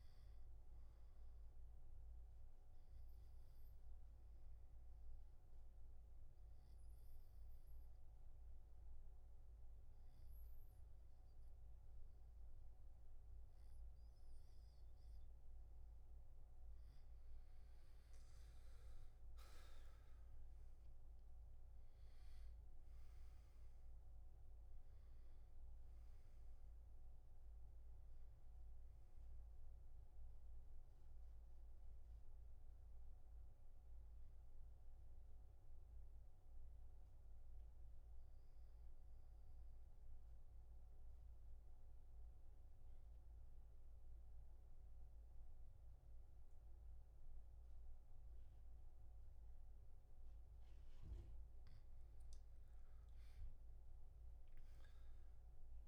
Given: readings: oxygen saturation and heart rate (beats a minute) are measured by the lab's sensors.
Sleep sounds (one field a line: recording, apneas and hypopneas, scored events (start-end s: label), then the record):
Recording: breathing in sleep, hard to hear, by a room microphone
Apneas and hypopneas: 2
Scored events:
0.00-6.50 s: oxygen desaturation (device-marked, oxygen 92% lowest, heart rate 64 extreme)
2.00-15.50 s: obstructive apnea (oxygen 98% before, 87% lowest, heart rate 70 before, 65 extreme, up 13 after)
18.00-21.50 s: arousal
18.50-36.50 s: oxygen desaturation (device-marked, oxygen 96% before, 87% lowest, heart rate 68 before, 62 extreme)
35.00-50.50 s: obstructive apnea (oxygen 96% before, 88% lowest, heart rate 74 before, 62 extreme, up 14 after)
52.00-55.88 s: arousal
53.50-55.88 s: oxygen desaturation (device-marked, oxygen 98% before, 89% lowest, heart rate 66 before, 63 extreme)
From the record:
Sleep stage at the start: N2 (light sleep)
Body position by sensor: on the back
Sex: male